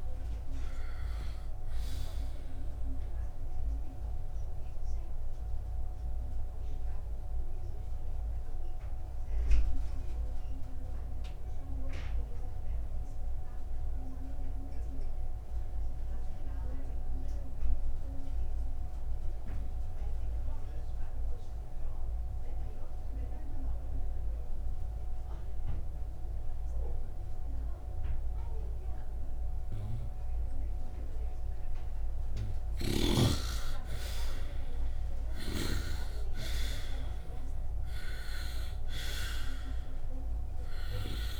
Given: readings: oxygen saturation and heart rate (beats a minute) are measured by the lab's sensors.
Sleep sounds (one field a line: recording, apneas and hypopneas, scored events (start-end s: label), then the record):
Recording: breathing in sleep by a room microphone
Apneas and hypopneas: 1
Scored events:
1.50-21.50 s: oxygen desaturation (device-marked, oxygen 98% before, 89% lowest, heart rate 69 before, 57 extreme)
4.00-31.50 s: obstructive apnea (oxygen 98% before, 77% lowest, heart rate 69 before, 57 extreme, up 3 after)
30.50-41.40 s: oxygen desaturation (device-marked, oxygen 97% before, 77% lowest, heart rate 65 before, 60 extreme)
33.50-39.50 s: arousal
From the record:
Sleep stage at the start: N2 (light sleep)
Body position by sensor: upright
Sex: male